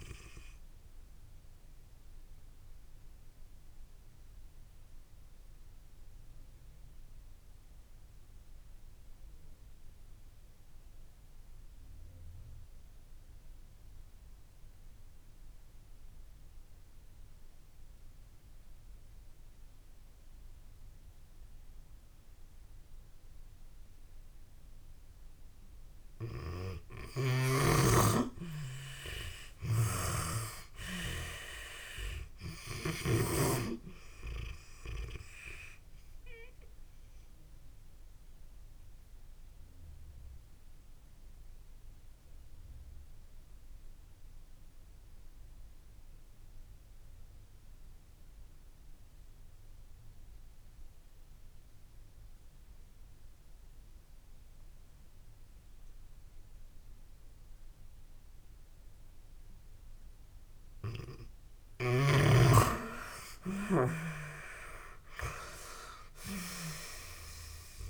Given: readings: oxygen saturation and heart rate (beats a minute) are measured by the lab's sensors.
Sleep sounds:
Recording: breathing in sleep by a room microphone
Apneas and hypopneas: 2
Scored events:
0.00-25.50 s: oxygen desaturation (device-marked, oxygen 80% lowest)
1.50-25.50 s: obstructive apnea (oxygen 94% before, 80% lowest)
26.50-33.00 s: snoring (device-marked)
27.00-31.00 s: arousal
30.50-59.50 s: oxygen desaturation (device-marked, oxygen 96% before, 83% lowest)
35.50-60.00 s: obstructive apnea (oxygen 96% before, 81% lowest)
63.00-67.00 s: arousal
From the record:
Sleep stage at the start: N2 (light sleep)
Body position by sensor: on the back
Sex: female

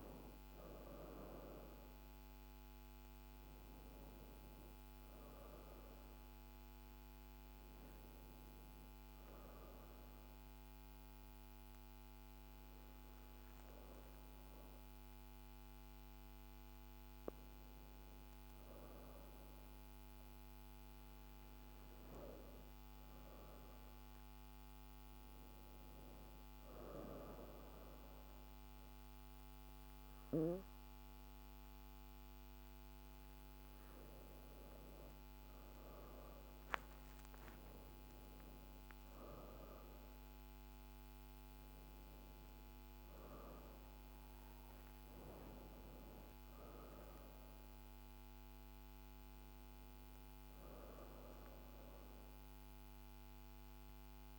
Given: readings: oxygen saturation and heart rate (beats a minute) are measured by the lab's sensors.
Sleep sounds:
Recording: breathing in sleep by a microphone on the trachea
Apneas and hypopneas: none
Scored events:
28.50-38.50 s: oxygen desaturation (device-marked, oxygen 97% before, 94% lowest, heart rate 54 before, 50 extreme)
43.50-53.50 s: oxygen desaturation (device-marked, oxygen 95% before, 92% lowest, heart rate 62 before, 50 extreme)
From the record:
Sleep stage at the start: N2 (light sleep)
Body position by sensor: on the back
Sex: female

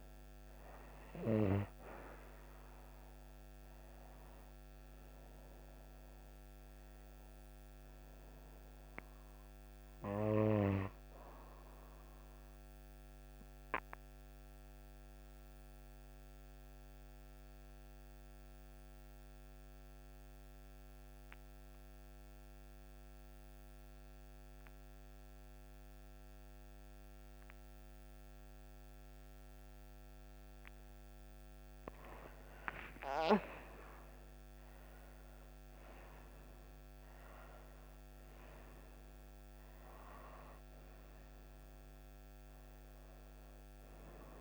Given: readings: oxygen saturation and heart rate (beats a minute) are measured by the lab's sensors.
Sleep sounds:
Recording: breathing in sleep by a microphone on the trachea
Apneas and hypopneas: 1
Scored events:
0.00-26.00 s: oxygen desaturation (device-marked, oxygen 88% lowest, heart rate 59 extreme)
12.50-31.00 s: obstructive apnea (oxygen 96% before, 88% lowest, heart rate 67 before, 56 extreme, up 24 after)
32.50-37.00 s: arousal
38.00-44.41 s: oxygen desaturation (device-marked, oxygen 98% before, 89% lowest, heart rate 69 before, 54 extreme)
From the record:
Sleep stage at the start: N2 (light sleep)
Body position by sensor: on the right side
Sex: female

